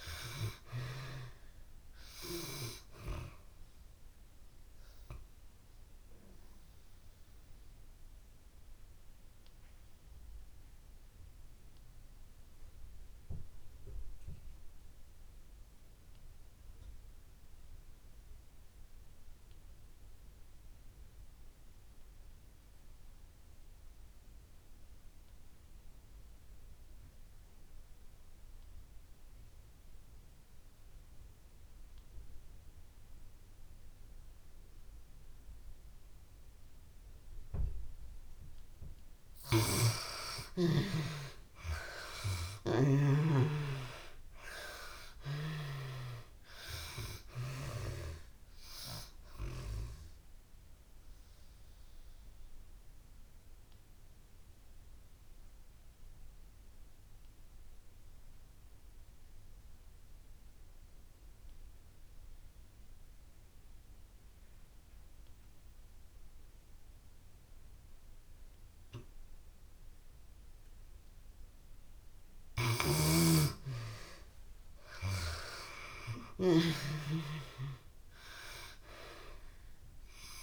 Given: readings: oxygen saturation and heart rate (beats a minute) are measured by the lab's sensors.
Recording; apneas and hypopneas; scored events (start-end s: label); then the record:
breathing in sleep by a room microphone; 2
0.00-24.00 s: oxygen desaturation (device-marked, oxygen 69% lowest)
5.00-39.00 s: obstructive apnea (oxygen 96% before, 64% lowest)
26.00-69.00 s: oxygen desaturation (device-marked, oxygen 96% before, 64% lowest)
41.00-44.50 s: arousal
50.50-72.00 s: obstructive apnea (oxygen 96% before, 64% lowest)
74.00-77.00 s: arousal
74.00-80.43 s: oxygen desaturation (device-marked, oxygen 96% before, 69% lowest)
From the record:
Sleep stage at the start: N2 (light sleep); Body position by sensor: on the back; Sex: female